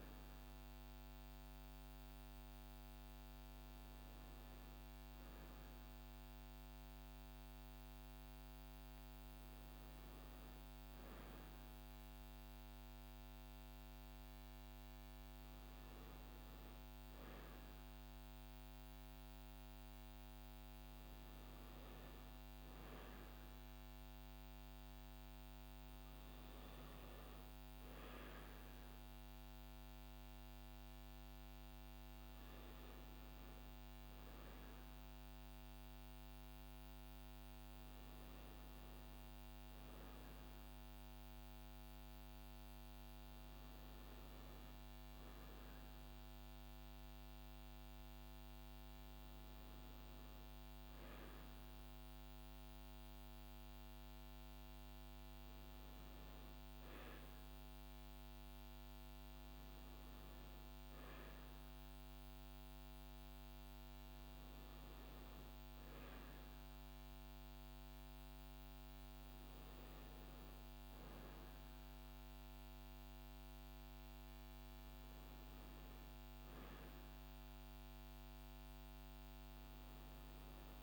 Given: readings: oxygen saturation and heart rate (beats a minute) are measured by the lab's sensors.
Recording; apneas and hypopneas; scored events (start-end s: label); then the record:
a person awake in a sleep study, hard to hear, by a microphone on the trachea; none
none scored
From the record:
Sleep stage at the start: awake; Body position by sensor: on the back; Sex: female